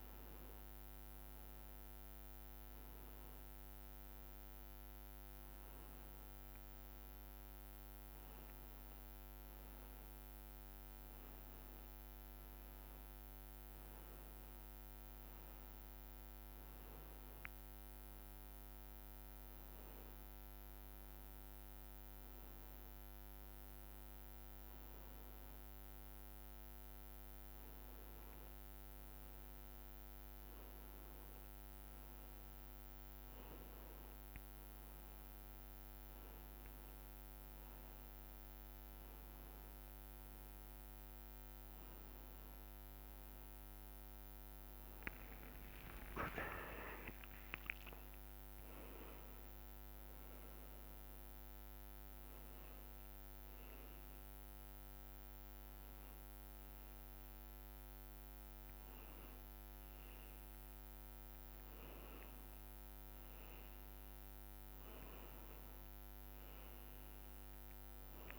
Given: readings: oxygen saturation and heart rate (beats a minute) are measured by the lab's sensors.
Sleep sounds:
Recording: a person awake in a sleep study, hard to hear, by a microphone on the trachea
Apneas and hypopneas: none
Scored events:
54.00-68.39 s: new sleep stage, N1 (lightest sleep)
65.00-68.39 s: bradycardia (device-marked, heart rate 78 before, 59 extreme)
From the record:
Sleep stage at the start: awake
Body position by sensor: on the back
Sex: male

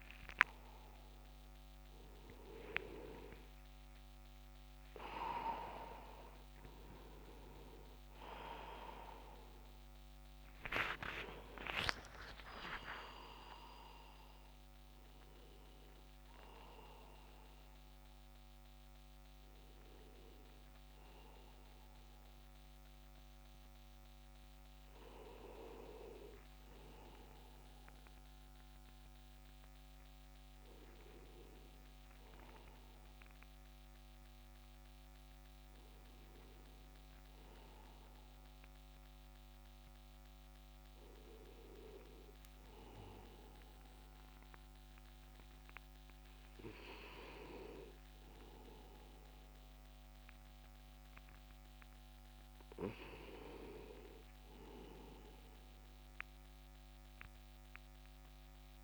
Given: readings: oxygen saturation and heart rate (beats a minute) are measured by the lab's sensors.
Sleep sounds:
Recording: a person partly awake in a sleep study, by a microphone on the trachea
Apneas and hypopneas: none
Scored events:
0.00-6.00 s: oxygen desaturation (device-marked, oxygen 86% lowest)
21.00-58.84 s: new sleep stage, N1 (lightest sleep)
From the record:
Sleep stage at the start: awake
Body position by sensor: on the back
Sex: male

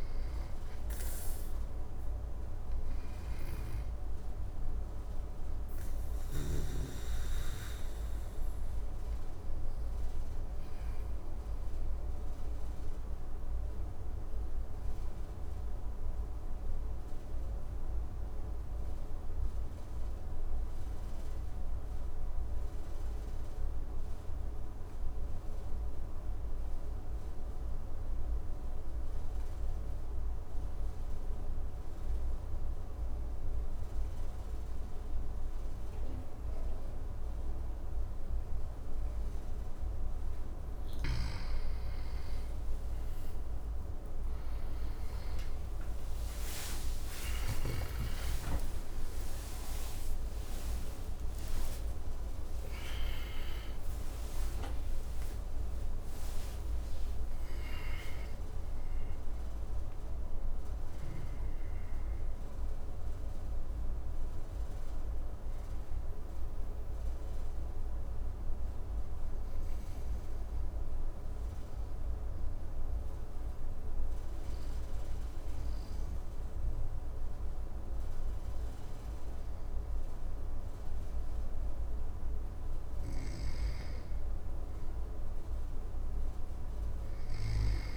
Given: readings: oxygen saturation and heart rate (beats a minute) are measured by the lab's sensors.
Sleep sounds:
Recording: a person partly awake in a sleep study, hard to hear, by a room microphone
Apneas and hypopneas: 2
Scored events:
0.00-16.50 s: oxygen desaturation (device-marked, oxygen 92% lowest, heart rate 52 extreme)
2.00-6.00 s: snoring (device-marked)
7.50-37.00 s: obstructive apnea (oxygen 100% before, 89% lowest, heart rate 59 before, 52 extreme, up 6 after)
31.50-72.50 s: oxygen desaturation (device-marked, oxygen 99% before, 89% lowest, heart rate 54 before, 55 extreme)
35.50-65.50 s: new sleep stage, awake
65.50-87.97 s: new sleep stage, N2 (light sleep)
66.00-82.00 s: obstructive apnea (oxygen 97% before, 89% lowest, heart rate 83 before, 55 extreme, up 5 after)
82.50-87.00 s: snoring (device-marked)
84.00-87.97 s: arousal
From the record:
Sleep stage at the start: N2 (light sleep)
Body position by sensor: on the back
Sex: male

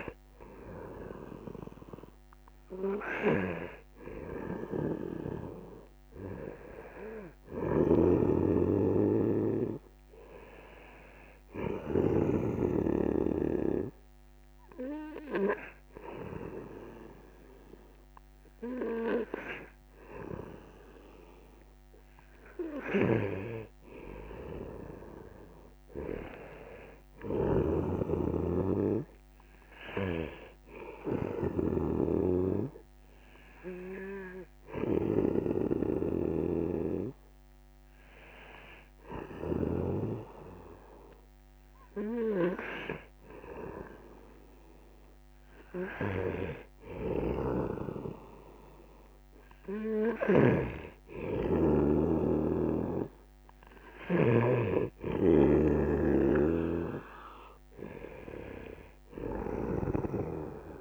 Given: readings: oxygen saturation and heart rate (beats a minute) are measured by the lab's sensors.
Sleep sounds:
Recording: breathing in sleep by a microphone on the trachea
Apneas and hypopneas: 2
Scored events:
3.00-12.50 s: snoring (device-marked)
5.00-12.00 s: oxygen desaturation (device-marked, oxygen 96% before, 92% lowest)
11.50-22.00 s: obstructive apnea (oxygen 96% before, 92% lowest)
21.00-42.00 s: bradycardia (device-marked)
22.50-28.50 s: snoring (device-marked)
24.50-28.00 s: arousal
33.00-44.50 s: hypopnea (oxygen 95% before, 89% lowest)
46.00-49.50 s: arousal
50.00-60.00 s: snoring (device-marked)
From the record:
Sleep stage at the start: N2 (light sleep)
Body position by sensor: on the right side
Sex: male

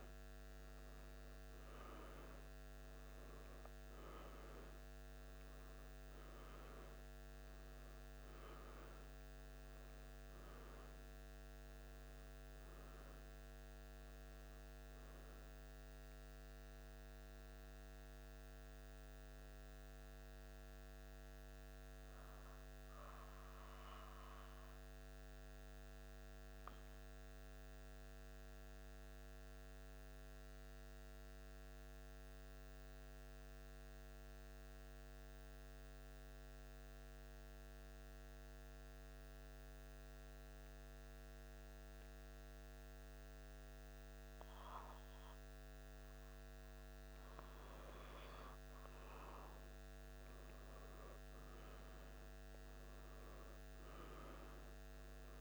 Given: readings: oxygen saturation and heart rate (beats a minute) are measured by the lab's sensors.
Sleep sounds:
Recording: breathing in sleep, hard to hear, by a microphone on the trachea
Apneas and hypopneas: 1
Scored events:
13.00-43.00 s: new sleep stage, N2 (light sleep)
25.00-46.50 s: central apnea (oxygen 97% before, 96% lowest, heart rate 78 before, 78 extreme, up 0 after)
43.00-55.41 s: new sleep stage, N1 (lightest sleep)
49.00-53.50 s: arousal
From the record:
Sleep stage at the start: N1 (lightest sleep)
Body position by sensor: on the back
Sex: male

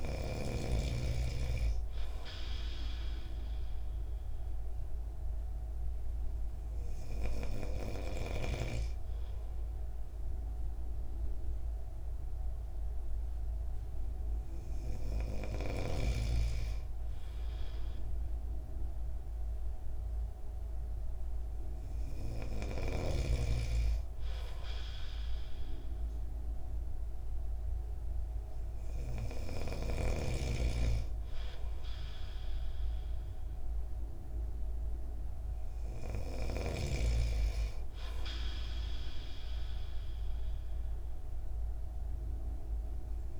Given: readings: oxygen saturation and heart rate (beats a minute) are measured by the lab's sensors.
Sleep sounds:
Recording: breathing in sleep by a room microphone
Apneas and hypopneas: none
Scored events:
none scored
From the record:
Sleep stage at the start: N3 (deep sleep)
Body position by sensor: on the right side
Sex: male

